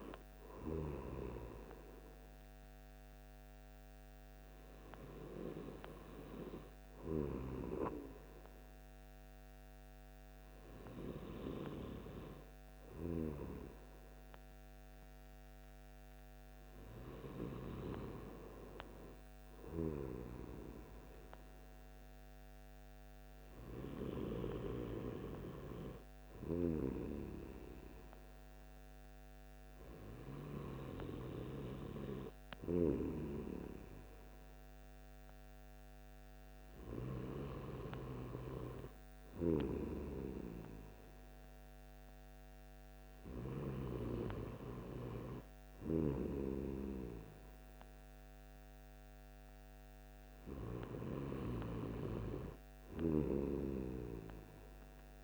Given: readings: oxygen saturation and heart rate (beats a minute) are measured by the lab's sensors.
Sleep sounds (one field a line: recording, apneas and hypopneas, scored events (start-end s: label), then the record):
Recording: breathing in sleep by a microphone on the trachea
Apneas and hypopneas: none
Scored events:
none scored
From the record:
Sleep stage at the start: N2 (light sleep)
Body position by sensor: on the right side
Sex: male